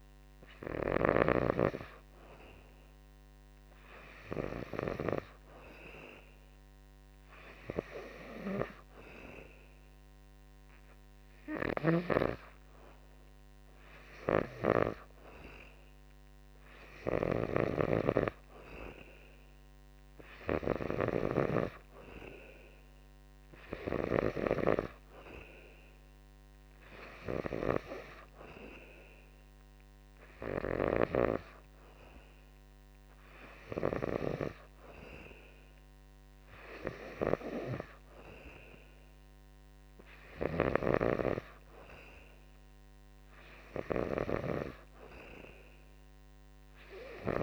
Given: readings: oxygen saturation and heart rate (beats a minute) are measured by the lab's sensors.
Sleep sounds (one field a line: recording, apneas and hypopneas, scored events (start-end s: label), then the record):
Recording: breathing in sleep by a microphone on the trachea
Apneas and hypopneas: none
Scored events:
none scored
From the record:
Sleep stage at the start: N2 (light sleep)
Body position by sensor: on the back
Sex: male